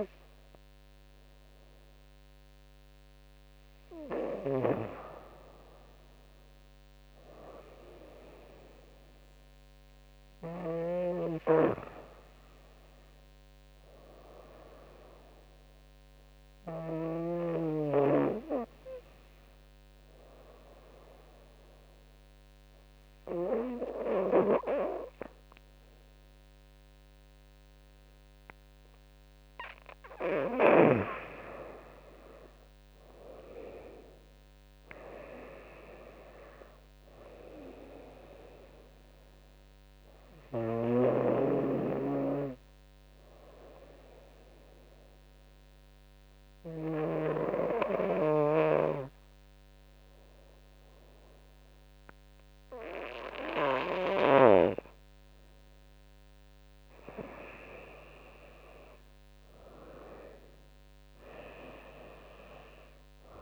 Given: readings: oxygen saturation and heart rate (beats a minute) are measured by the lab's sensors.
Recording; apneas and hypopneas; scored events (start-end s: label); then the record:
breathing in sleep by a microphone on the trachea; 2
0.00-5.50 s: oxygen desaturation (device-marked, oxygen 94% lowest, heart rate 74 extreme)
4.50-11.00 s: snoring (device-marked)
7.50-18.50 s: drop in pulse transit time (device-marked, heart rate 78 before, 80 extreme)
12.50-19.50 s: oxygen desaturation (device-marked, oxygen 97% before, 94% lowest, heart rate 78 before, 78 extreme)
20.00-31.00 s: obstructive apnea (oxygen 97% before, 93% lowest, heart rate 79 before, 74 extreme, up 8 after)
31.50-43.50 s: drop in pulse transit time (device-marked, heart rate 81 before, 79 extreme)
32.00-35.00 s: arousal
36.50-49.50 s: oxygen desaturation (device-marked, oxygen 96% before, 93% lowest, heart rate 82 before, 74 extreme)
43.50-56.00 s: obstructive apnea (oxygen 96% before, 93% lowest, heart rate 82 before, 70 extreme, up 10 after)
57.50-60.50 s: arousal
58.50-63.42 s: drop in pulse transit time (device-marked, heart rate 78 before, 77 extreme)
From the record:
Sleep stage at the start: N2 (light sleep); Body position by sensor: on the right side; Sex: female